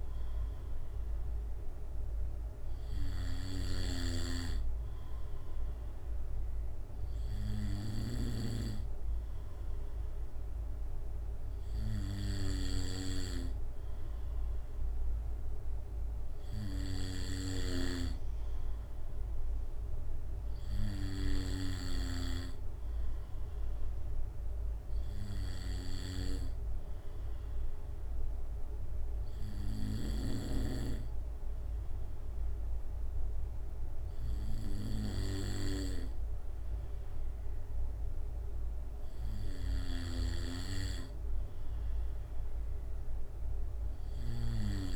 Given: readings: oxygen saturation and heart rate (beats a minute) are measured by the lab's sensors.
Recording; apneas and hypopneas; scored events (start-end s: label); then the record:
breathing in sleep by a room microphone; 1
18.00-23.00 s: arousal
26.00-40.00 s: obstructive apnea (oxygen 95% before, 93% lowest, heart rate 69 before, 67 extreme, up 1 after)
42.50-44.96 s: arousal
From the record:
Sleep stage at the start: N2 (light sleep); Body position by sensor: on the back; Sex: male